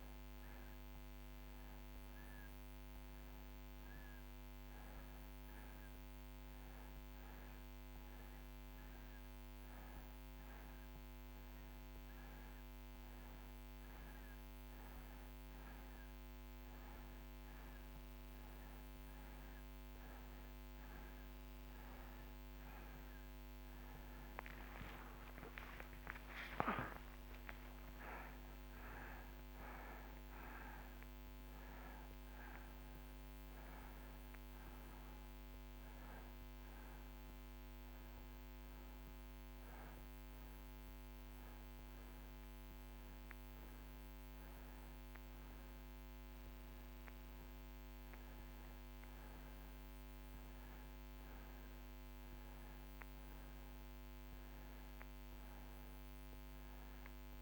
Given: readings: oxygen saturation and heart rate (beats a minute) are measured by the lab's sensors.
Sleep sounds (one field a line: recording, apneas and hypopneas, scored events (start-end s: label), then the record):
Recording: breathing in sleep, hard to hear, by a microphone on the trachea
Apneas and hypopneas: none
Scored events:
23.00-27.00 s: arousal
From the record:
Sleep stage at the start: N2 (light sleep)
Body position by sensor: on the right side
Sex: male